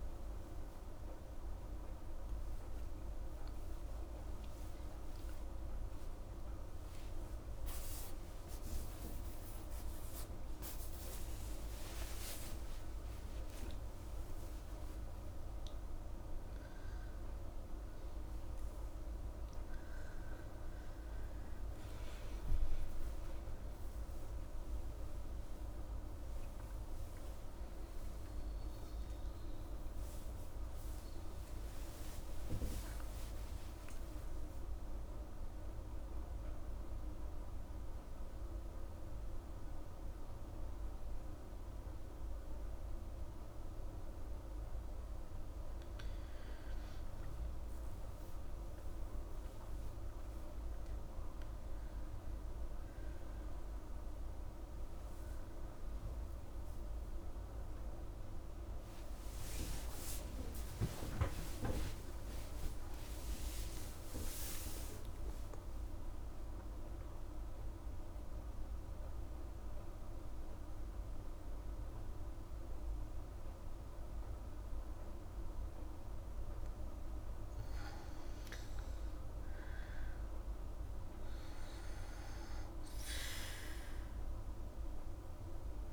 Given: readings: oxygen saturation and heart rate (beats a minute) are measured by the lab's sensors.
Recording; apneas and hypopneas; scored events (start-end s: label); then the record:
a person partly awake in a sleep study, hard to hear, by a room microphone; 2
0.50-30.50 s: new sleep stage, awake
30.50-60.50 s: new sleep stage, N1 (lightest sleep)
33.50-45.00 s: hypopnea (oxygen 99% before, 92% lowest, heart rate 55 before, 63 extreme, up 54 after)
47.00-51.50 s: arousal
55.50-68.50 s: oxygen desaturation (device-marked, oxygen 99% before, 95% lowest, heart rate 91 before, 57 extreme)
60.50-85.93 s: new sleep stage, N2 (light sleep)
61.50-65.00 s: arousal
66.00-78.00 s: mixed apnea (oxygen 99% before, 92% lowest, heart rate 94 before, 57 extreme, up 1 after)
80.00-83.50 s: arousal
84.50-85.93 s: oxygen desaturation (device-marked, oxygen 99% before, 92% lowest, heart rate 72 before, 55 extreme)
From the record:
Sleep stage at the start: N2 (light sleep); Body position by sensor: on the back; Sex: female